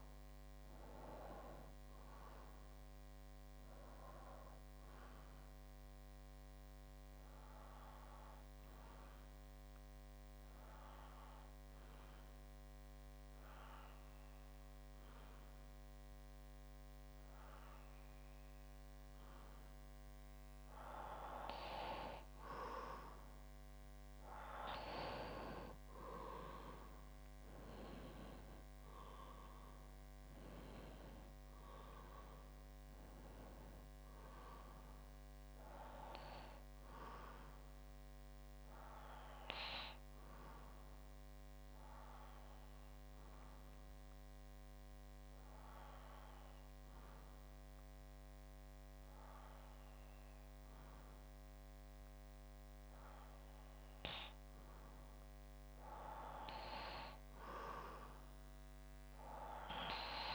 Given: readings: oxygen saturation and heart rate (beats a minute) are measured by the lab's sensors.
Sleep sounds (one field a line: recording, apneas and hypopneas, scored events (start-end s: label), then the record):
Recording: breathing in sleep by a microphone on the trachea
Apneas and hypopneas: 2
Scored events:
2.00-15.00 s: bradycardia (device-marked, heart rate 63 before, 58 extreme)
7.00-19.00 s: obstructive apnea (oxygen 96% before, 93% lowest, heart rate 63 before, 58 extreme, up 11 after)
7.00-21.00 s: oxygen desaturation (device-marked, oxygen 96% before, 93% lowest, heart rate 63 before, 58 extreme)
22.50-26.00 s: arousal
40.00-54.50 s: obstructive apnea (oxygen 96% before, 93% lowest, heart rate 67 before, 59 extreme, up 3 after)
44.00-48.00 s: bradycardia (device-marked, heart rate 63 before, 59 extreme)
56.00-59.50 s: arousal
From the record:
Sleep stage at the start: N2 (light sleep)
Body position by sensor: on the back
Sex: male